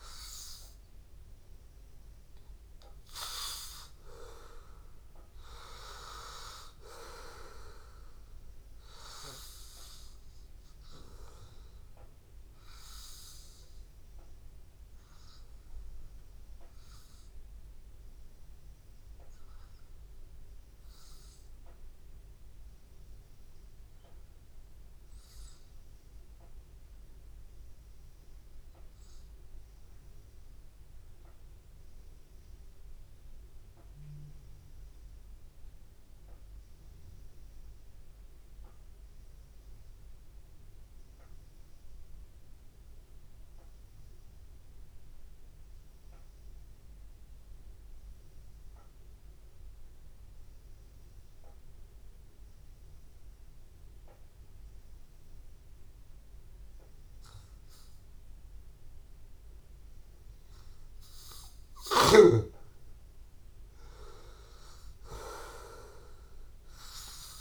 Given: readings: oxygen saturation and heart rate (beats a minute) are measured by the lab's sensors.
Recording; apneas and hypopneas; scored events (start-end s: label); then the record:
breathing in sleep by a room microphone; 1
0.00-21.50 s: oxygen desaturation (device-marked, oxygen 92% lowest, heart rate 81 extreme)
13.50-57.50 s: obstructive apnea (oxygen 96% before, 89% lowest, heart rate 83 before, 81 extreme, up 1 after)
41.50-67.41 s: oxygen desaturation (device-marked, oxygen 98% before, 89% lowest, heart rate 81 before, 81 extreme)
61.00-65.00 s: arousal
From the record:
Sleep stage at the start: N2 (light sleep); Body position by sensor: on the back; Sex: male